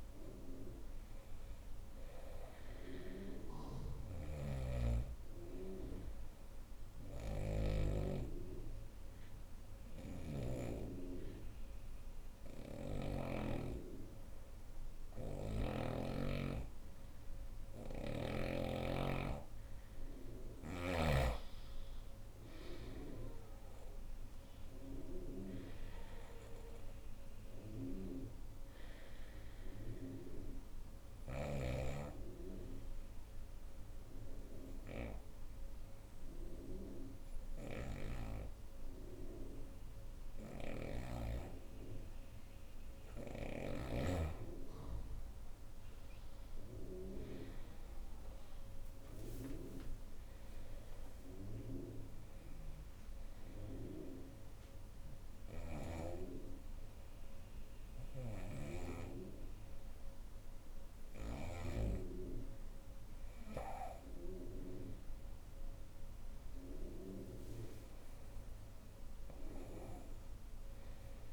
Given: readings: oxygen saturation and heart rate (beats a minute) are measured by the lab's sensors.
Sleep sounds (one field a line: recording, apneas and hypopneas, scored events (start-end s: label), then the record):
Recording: breathing in sleep by a room microphone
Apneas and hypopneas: 3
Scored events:
3.50-10.00 s: snoring (device-marked)
7.00-18.50 s: obstructive apnea (oxygen 96% before, 91% lowest, heart rate 67 before, 62 extreme, up 3 after)
17.00-20.50 s: snoring (device-marked)
21.50-26.00 s: arousal
21.50-38.50 s: oxygen desaturation (device-marked, oxygen 96% before, 91% lowest, heart rate 68 before, 62 extreme)
32.00-42.50 s: obstructive apnea (oxygen 96% before, 91% lowest, heart rate 70 before, 62 extreme, up 9 after)
40.00-43.50 s: snoring (device-marked)
43.00-47.50 s: arousal
51.50-58.50 s: oxygen desaturation (device-marked, oxygen 96% before, 92% lowest, heart rate 65 before, 66 extreme)
52.50-62.50 s: hypopnea (oxygen 97% before, 92% lowest, heart rate 66 before, 65 extreme, up 4 after)
55.00-61.00 s: snoring (device-marked)
65.50-69.00 s: arousal
From the record:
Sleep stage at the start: N2 (light sleep)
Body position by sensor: on the right side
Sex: female